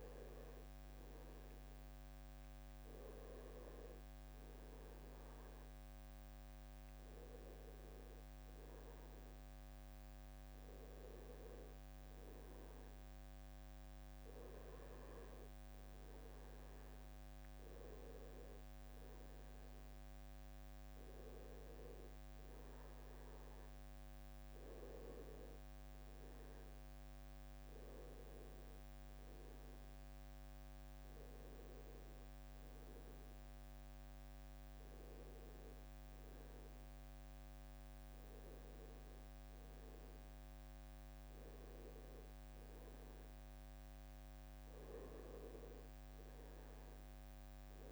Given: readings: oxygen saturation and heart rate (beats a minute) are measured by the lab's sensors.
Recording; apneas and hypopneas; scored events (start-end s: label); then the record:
breathing in sleep by a microphone on the trachea; none
none scored
From the record:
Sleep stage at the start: N2 (light sleep); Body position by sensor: on the right side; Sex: male